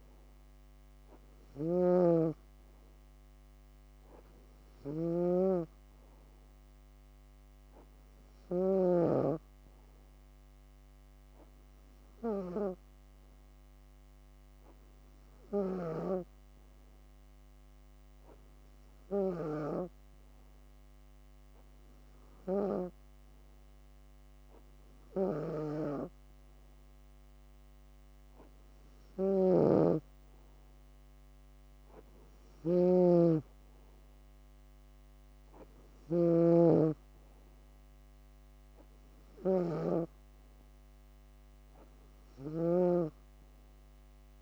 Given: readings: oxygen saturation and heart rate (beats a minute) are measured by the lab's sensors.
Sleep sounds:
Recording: breathing in sleep by a microphone on the trachea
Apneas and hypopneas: 1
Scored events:
0.00-8.50 s: snoring (device-marked)
16.50-29.50 s: hypopnea (oxygen 97% before, 94% lowest, heart rate 68 before, 65 extreme, up 3 after)
28.50-42.50 s: snoring (device-marked)
From the record:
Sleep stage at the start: N2 (light sleep)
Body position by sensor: on the back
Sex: female

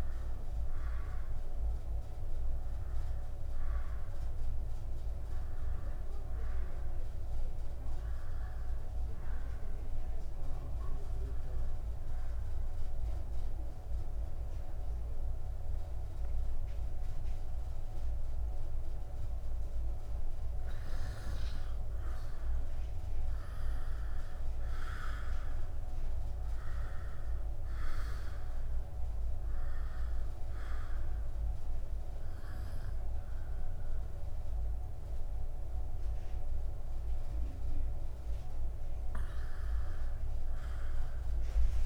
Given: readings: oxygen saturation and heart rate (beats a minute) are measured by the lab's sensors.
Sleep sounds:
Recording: breathing in sleep, hard to hear, by a room microphone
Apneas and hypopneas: 1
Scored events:
0.00-11.50 s: oxygen desaturation (device-marked, oxygen 93% lowest, heart rate 68 extreme)
11.50-21.50 s: obstructive apnea (oxygen 98% before, 91% lowest, heart rate 70 before, 68 extreme, up 0 after)
23.00-27.00 s: arousal
28.50-41.85 s: oxygen desaturation (device-marked, oxygen 96% before, 91% lowest, heart rate 69 before, 69 extreme)
From the record:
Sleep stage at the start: N2 (light sleep)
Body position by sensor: upright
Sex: male

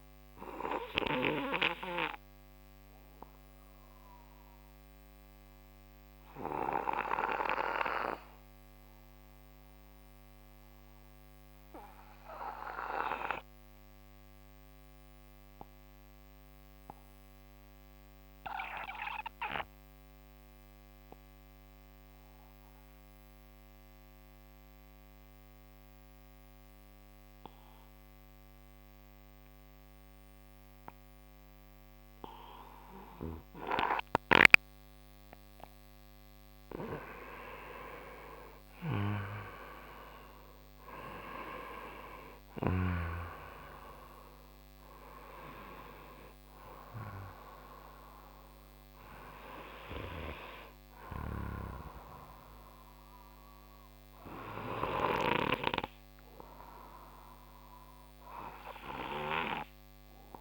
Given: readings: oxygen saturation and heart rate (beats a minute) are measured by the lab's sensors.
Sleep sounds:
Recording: breathing in sleep by a microphone on the trachea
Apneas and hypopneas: 1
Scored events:
0.00-16.50 s: oxygen desaturation (device-marked, oxygen 87% lowest)
0.50-36.00 s: obstructive apnea (oxygen 97% before, 87% lowest)
32.50-60.41 s: oxygen desaturation (device-marked, oxygen 97% before, 87% lowest)
36.50-41.00 s: arousal
From the record:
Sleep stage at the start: N2 (light sleep)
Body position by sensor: on the right side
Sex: male

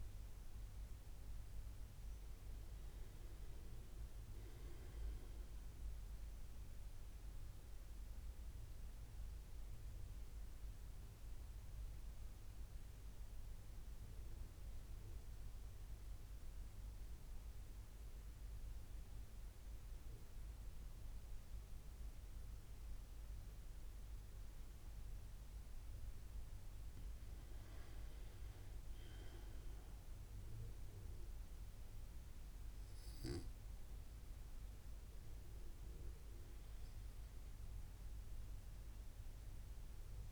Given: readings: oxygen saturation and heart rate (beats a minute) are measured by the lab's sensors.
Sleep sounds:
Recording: breathing in sleep, hard to hear, by a room microphone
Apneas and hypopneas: 1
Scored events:
0.00-2.00 s: oxygen desaturation (device-marked, oxygen 93% lowest, heart rate 63 extreme)
8.00-26.50 s: central apnea (oxygen 97% before, 93% lowest, heart rate 65 before, 64 extreme, up 0 after)
29.00-32.50 s: arousal
From the record:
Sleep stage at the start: N2 (light sleep)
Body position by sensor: on the right side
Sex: male

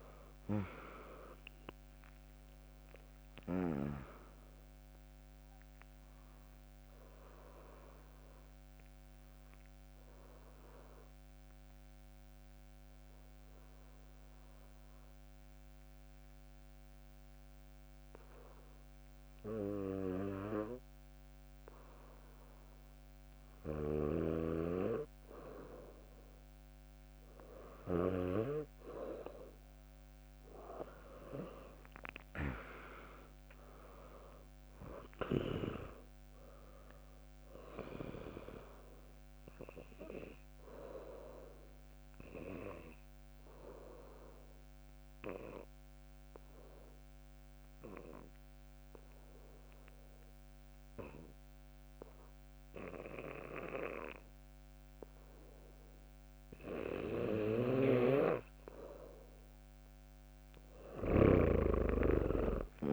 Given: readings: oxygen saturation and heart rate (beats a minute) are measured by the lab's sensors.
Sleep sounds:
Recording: breathing in sleep by a microphone on the trachea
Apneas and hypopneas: 2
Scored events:
0.00-7.50 s: drop in pulse transit time (device-marked, heart rate 63 extreme)
0.00-17.50 s: oxygen desaturation (device-marked, oxygen 95% lowest, heart rate 60 extreme)
7.00-23.00 s: obstructive apnea (oxygen 100% before, 95% lowest, heart rate 69 before, 60 extreme)
24.00-28.00 s: arousal
33.50-47.50 s: drop in pulse transit time (device-marked, heart rate 70 before, 65 extreme)
39.50-57.50 s: obstructive apnea (oxygen 100% before, 97% lowest, heart rate 67 before, 58 extreme, up 0 after)
57.50-59.50 s: bradycardia (device-marked, heart rate 74 before, 62 extreme)
57.50-61.50 s: snoring (device-marked)
From the record:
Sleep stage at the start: N2 (light sleep)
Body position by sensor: on the back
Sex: female

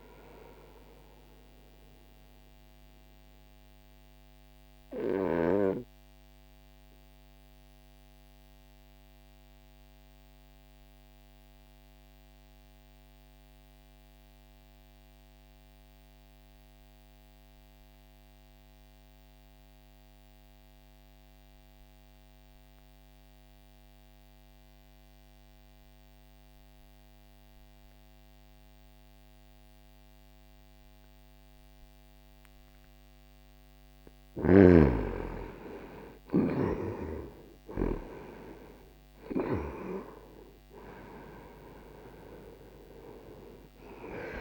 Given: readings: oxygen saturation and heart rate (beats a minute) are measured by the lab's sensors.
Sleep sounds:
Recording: breathing in sleep by a microphone on the trachea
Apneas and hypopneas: 1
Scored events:
2.50-33.00 s: mixed apnea (oxygen 98% before, 90% lowest, heart rate 60 before, 60 extreme, up 0 after)
15.00-27.00 s: oxygen desaturation (device-marked, oxygen 95% before, 90% lowest, heart rate 60 before, 60 extreme)
35.50-41.50 s: arousal
37.00-44.41 s: oxygen desaturation (device-marked, oxygen 98% before, 92% lowest, heart rate 60 before, 60 extreme)
From the record:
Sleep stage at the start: N2 (light sleep)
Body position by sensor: on the right side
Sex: male

